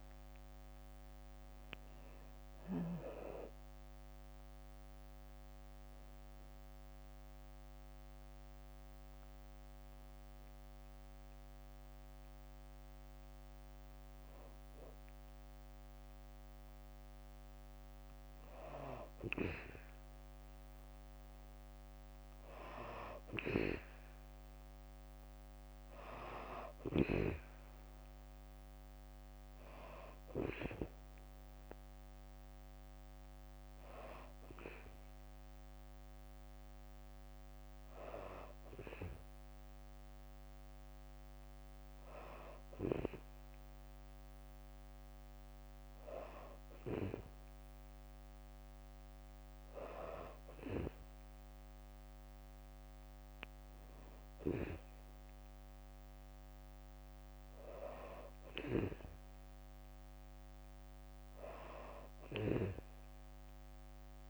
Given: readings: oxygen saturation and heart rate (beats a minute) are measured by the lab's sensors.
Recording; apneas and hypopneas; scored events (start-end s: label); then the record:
breathing in sleep by a microphone on the trachea; 1
0.00-4.50 s: oxygen desaturation (device-marked, oxygen 92% lowest, heart rate 61 extreme)
0.00-5.50 s: drop in pulse transit time (device-marked, heart rate 70 extreme)
4.00-15.00 s: hypopnea (oxygen 96% before, 92% lowest, heart rate 73 before, 61 extreme, up 5 after)
19.00-21.50 s: arousal
24.50-38.50 s: oxygen desaturation (device-marked, oxygen 96% before, 92% lowest, heart rate 64 before, 65 extreme)
From the record:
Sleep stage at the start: N2 (light sleep); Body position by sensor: on the back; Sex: female